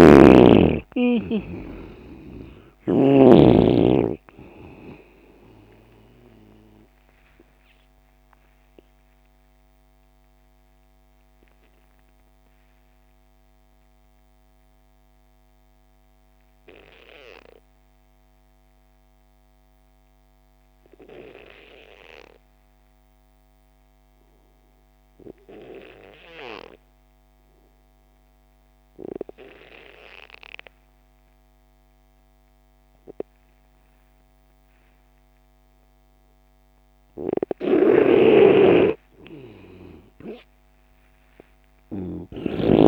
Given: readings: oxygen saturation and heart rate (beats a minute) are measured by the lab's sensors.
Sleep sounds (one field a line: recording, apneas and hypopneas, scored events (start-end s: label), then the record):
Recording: breathing in sleep by a microphone on the trachea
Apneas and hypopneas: 1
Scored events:
0.00-1.00 s: arousal
0.00-3.00 s: snoring (device-marked)
0.00-24.00 s: oxygen desaturation (device-marked, oxygen 88% lowest)
7.50-38.00 s: obstructive apnea (oxygen 98% before, 86% lowest)
32.00-42.88 s: oxygen desaturation (device-marked, oxygen 98% before, 86% lowest)
37.50-42.88 s: snoring (device-marked)
41.00-42.88 s: arousal
From the record:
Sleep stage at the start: N2 (light sleep)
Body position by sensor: on the left side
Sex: male